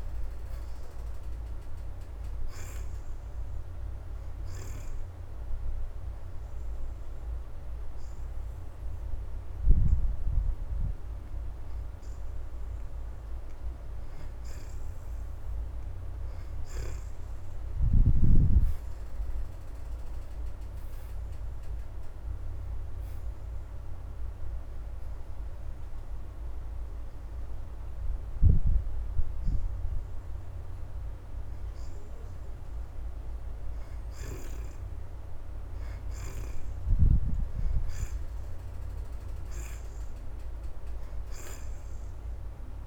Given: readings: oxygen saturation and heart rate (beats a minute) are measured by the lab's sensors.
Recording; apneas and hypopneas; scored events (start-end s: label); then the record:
breathing in sleep by a room microphone; 1
0.00-6.50 s: oxygen desaturation (device-marked, oxygen 62% lowest, heart rate 75 extreme)
7.00-17.00 s: hypopnea (oxygen 78% before, 56% lowest, heart rate 79 before, 78 extreme, up 7 after)
8.50-18.50 s: oxygen desaturation (device-marked, oxygen 81% before, 69% lowest, heart rate 79 before, 78 extreme)
19.00-23.00 s: arousal
20.50-39.50 s: oxygen desaturation (device-marked, oxygen 75% before, 61% lowest, heart rate 79 before, 78 extreme)
From the record:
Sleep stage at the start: N2 (light sleep); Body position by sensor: on the back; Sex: female